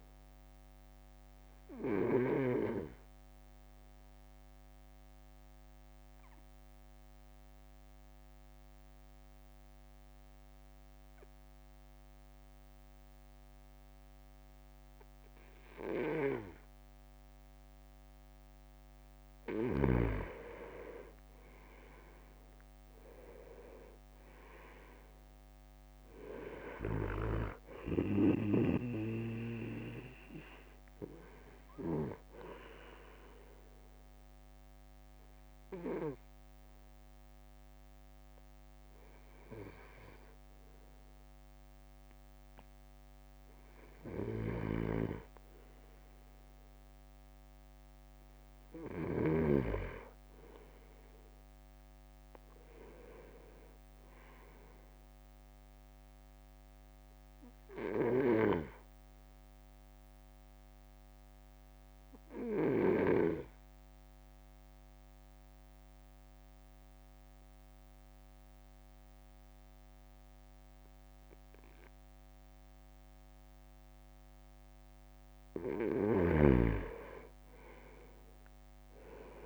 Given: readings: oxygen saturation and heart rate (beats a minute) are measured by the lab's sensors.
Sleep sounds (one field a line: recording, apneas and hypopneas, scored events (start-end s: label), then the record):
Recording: breathing in sleep by a microphone on the trachea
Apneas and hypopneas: 3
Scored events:
0.00-2.50 s: snoring (device-marked)
2.00-18.00 s: obstructive apnea (oxygen 99% before, 96% lowest, heart rate 55 before, 52 extreme, up 4 after)
20.50-21.50 s: leg movement (device-marked)
22.50-25.50 s: arousal
33.00-44.00 s: obstructive apnea (oxygen 98% before, 96% lowest, heart rate 55 before, 52 extreme, up 2 after)
44.50-49.50 s: snoring (device-marked)
51.50-53.00 s: leg movement (device-marked)
51.50-55.50 s: arousal
58.00-74.50 s: obstructive apnea (oxygen 99% before, 95% lowest, heart rate 56 before, 52 extreme, up 6 after)
77.00-79.46 s: leg movement (device-marked)
78.00-79.46 s: arousal
From the record:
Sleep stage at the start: N2 (light sleep)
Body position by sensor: on the right side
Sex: male